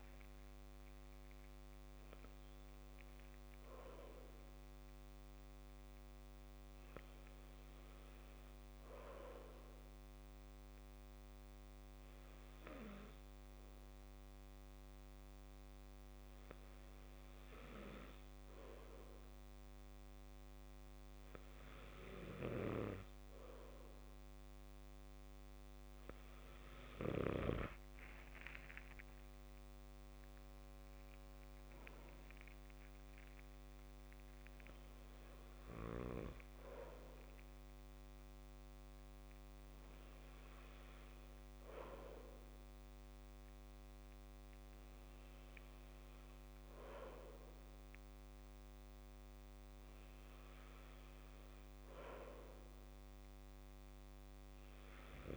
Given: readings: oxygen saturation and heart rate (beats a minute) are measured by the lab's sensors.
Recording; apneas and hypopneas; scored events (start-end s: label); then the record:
breathing in sleep by a microphone on the trachea; 1
10.50-24.00 s: obstructive apnea (oxygen 95% before, 93% lowest, heart rate 66 before, 55 extreme, up 9 after)
26.00-29.00 s: arousal
From the record:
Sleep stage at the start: N2 (light sleep); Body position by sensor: on the back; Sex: male